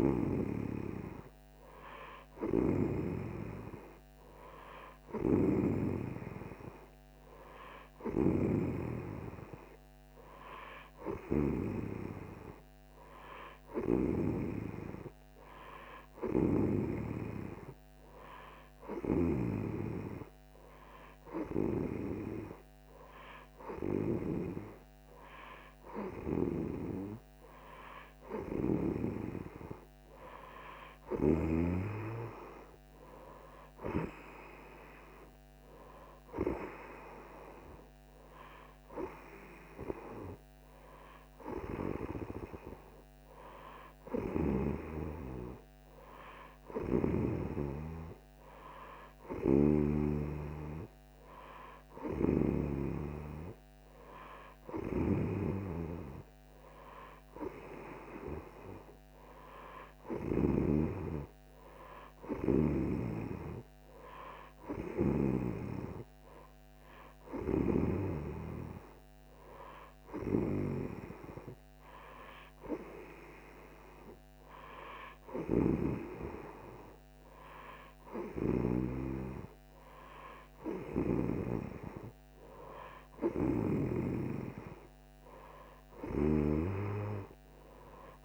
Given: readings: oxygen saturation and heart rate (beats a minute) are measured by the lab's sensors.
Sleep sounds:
breathing in sleep by a microphone on the trachea; none
none scored
From the record:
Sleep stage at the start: N3 (deep sleep); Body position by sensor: on the right side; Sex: female

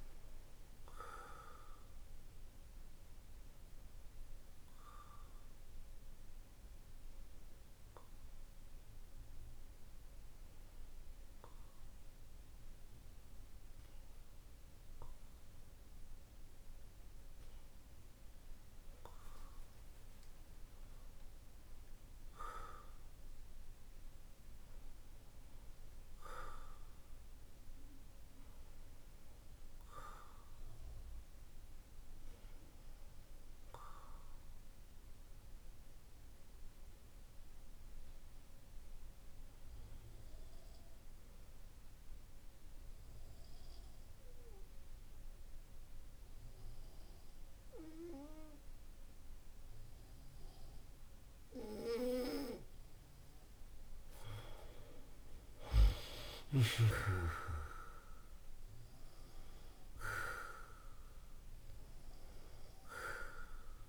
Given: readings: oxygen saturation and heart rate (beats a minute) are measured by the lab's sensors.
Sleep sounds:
breathing in sleep by a room microphone; 2
4.00-18.00 s: hypopnea (oxygen 94% before, 92% lowest, heart rate 54 before, 48 extreme, up 4 after)
20.00-25.00 s: arousal
36.50-52.00 s: hypopnea (oxygen 98% before, 93% lowest, heart rate 50 before, 49 extreme, up 10 after)
From the record:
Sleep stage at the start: N2 (light sleep); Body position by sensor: on the back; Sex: male

